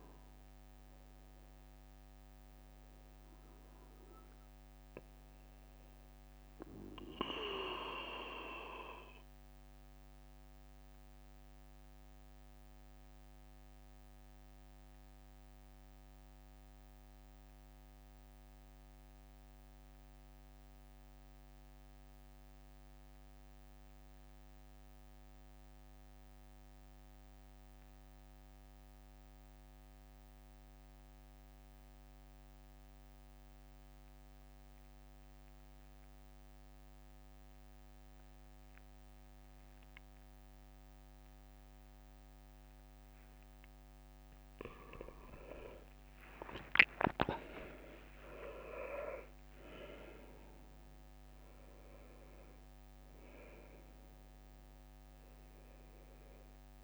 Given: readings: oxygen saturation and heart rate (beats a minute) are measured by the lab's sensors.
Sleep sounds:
breathing in sleep by a microphone on the trachea; 1
1.00-4.50 s: arousal
6.50-43.50 s: obstructive apnea (oxygen 97% before, 88% lowest, heart rate 68 before, 65 extreme, up 8 after)
32.50-56.84 s: oxygen desaturation (device-marked, oxygen 96% before, 88% lowest, heart rate 67 before, 63 extreme)
45.50-50.00 s: arousal
From the record:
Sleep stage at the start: N2 (light sleep); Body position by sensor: on the right side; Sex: male

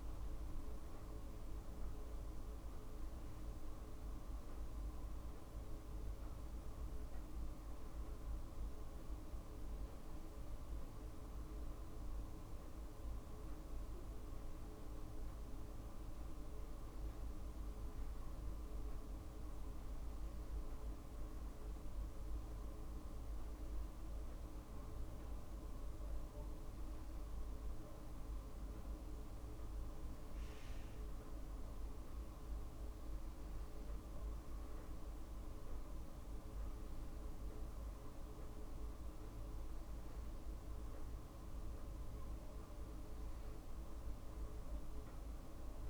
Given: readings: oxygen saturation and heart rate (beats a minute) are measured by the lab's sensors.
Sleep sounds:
breathing in sleep, hard to hear, by a room microphone; none
none scored
From the record:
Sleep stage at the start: N2 (light sleep); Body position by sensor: on the back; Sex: female

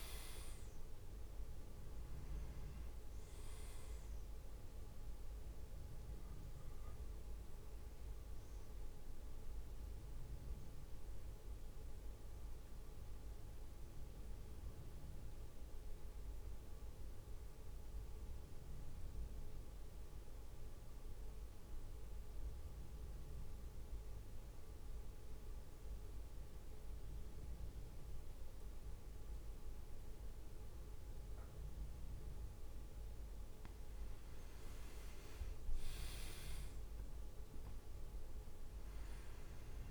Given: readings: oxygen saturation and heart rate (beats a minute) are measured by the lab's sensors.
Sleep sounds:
breathing in sleep, hard to hear, by a room microphone; 1
0.00-6.00 s: oxygen desaturation (device-marked, oxygen 95% lowest, heart rate 54 extreme)
0.00-9.00 s: drop in pulse transit time (device-marked, heart rate 54 extreme)
16.50-32.00 s: mixed apnea (oxygen 99% before, 94% lowest, heart rate 57 before, 52 extreme, up 6 after)
34.50-39.00 s: arousal
36.00-39.91 s: drop in pulse transit time (device-marked, heart rate 56 before, 55 extreme)
From the record:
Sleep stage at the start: N2 (light sleep); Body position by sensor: on the back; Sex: male

